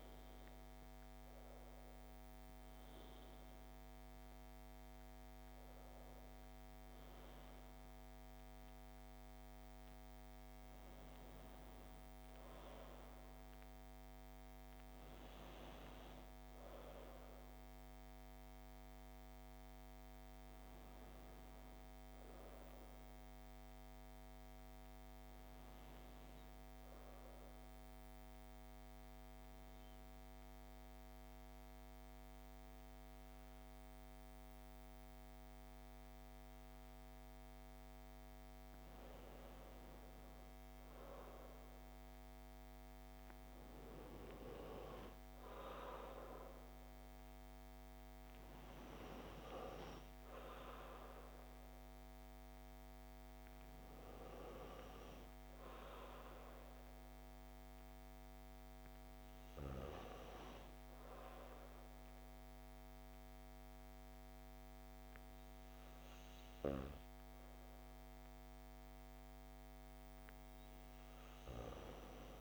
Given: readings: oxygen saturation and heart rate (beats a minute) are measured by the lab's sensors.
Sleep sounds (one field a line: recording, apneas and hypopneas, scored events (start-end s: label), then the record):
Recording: breathing in sleep by a microphone on the trachea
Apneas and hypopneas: 1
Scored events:
0.00-3.50 s: oxygen desaturation (device-marked, oxygen 90% lowest, heart rate 52 extreme)
27.00-37.50 s: obstructive apnea (oxygen 99% before, 95% lowest, heart rate 57 before, 53 extreme, up 7 after)
39.00-42.00 s: arousal
42.50-63.50 s: oxygen desaturation (device-marked, oxygen 98% before, 95% lowest, heart rate 55 before, 56 extreme)
From the record:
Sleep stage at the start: N2 (light sleep)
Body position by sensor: on the back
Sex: female